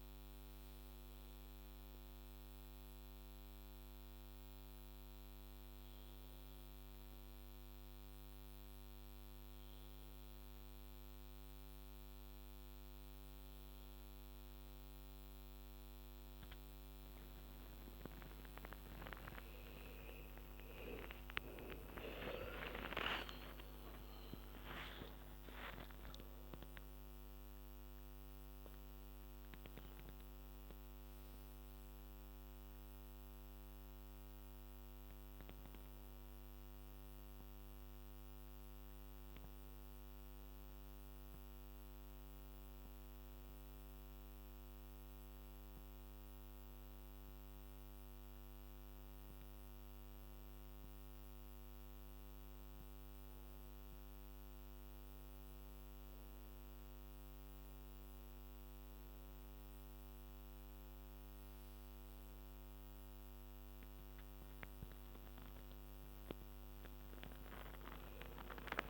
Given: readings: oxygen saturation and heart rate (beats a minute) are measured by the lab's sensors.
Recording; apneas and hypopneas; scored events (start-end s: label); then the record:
breathing in sleep by a microphone on the trachea; none
19.00-24.00 s: arousal
40.00-68.90 s: new sleep stage, N2 (light sleep)
From the record:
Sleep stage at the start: N1 (lightest sleep); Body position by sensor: on the back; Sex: female